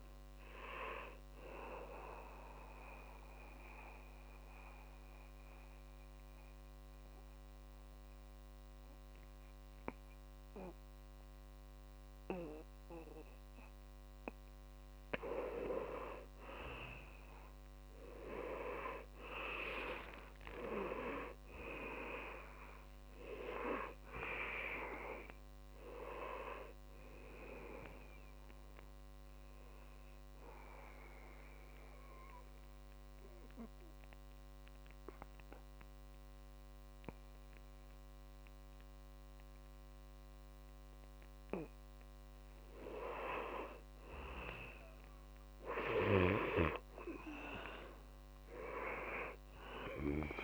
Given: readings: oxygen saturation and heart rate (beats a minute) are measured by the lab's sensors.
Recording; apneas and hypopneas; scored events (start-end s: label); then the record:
breathing in sleep by a microphone on the trachea; 2
0.00-16.00 s: oxygen desaturation (device-marked, oxygen 94% lowest, heart rate 67 extreme)
3.00-14.50 s: mixed apnea (oxygen 98% before, 94% lowest, heart rate 67 before, 67 extreme)
18.00-23.00 s: arousal
27.00-44.00 s: oxygen desaturation (device-marked, oxygen 99% before, 94% lowest, heart rate 70 before, 63 extreme)
31.50-43.00 s: mixed apnea (oxygen 99% before, 94% lowest, heart rate 72 before, 63 extreme, up 5 after)
46.50-50.44 s: arousal
From the record:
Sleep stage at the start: N2 (light sleep); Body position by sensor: on the back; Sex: male